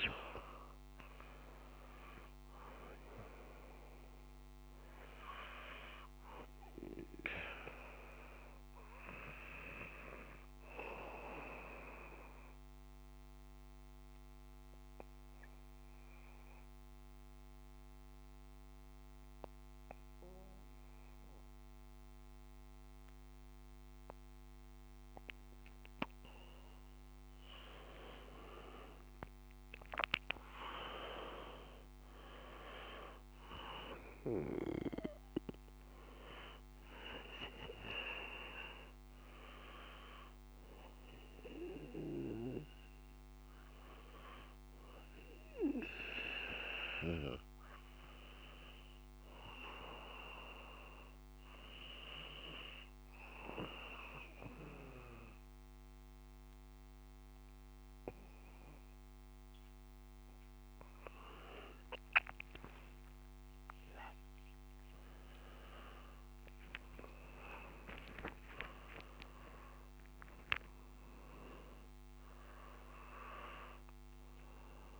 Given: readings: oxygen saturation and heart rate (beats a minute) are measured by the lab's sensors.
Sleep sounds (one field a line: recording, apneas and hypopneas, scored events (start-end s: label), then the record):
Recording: breathing in sleep by a microphone on the trachea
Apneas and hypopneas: 2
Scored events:
8.50-25.50 s: obstructive apnea (oxygen 95% before, 91% lowest)
28.00-31.50 s: arousal
36.00-59.00 s: oxygen desaturation (device-marked, oxygen 96% before, 91% lowest)
43.50-57.00 s: hypopnea (oxygen 96% before, 91% lowest)
62.50-66.00 s: arousal
74.00-74.99 s: new sleep stage, N1 (lightest sleep)
From the record:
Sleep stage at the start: N2 (light sleep)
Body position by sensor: on the back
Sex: male